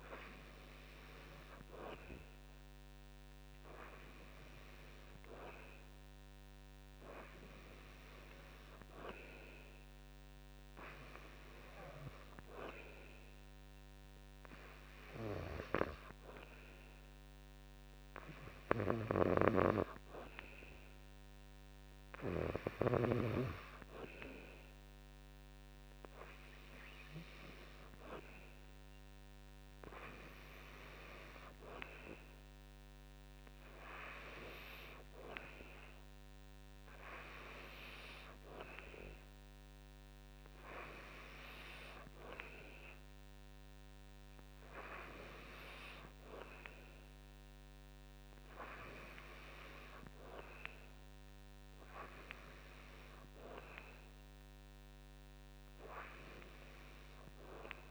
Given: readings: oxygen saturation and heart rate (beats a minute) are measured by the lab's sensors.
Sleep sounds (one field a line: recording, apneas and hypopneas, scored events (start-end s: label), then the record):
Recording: breathing in sleep by a microphone on the trachea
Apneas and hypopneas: 1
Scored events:
7.50-20.00 s: hypopnea (oxygen 93% before, 91% lowest, heart rate 59 before, 59 extreme, up 1 after)
21.50-25.00 s: arousal
From the record:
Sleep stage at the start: N2 (light sleep)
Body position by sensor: on the back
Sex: male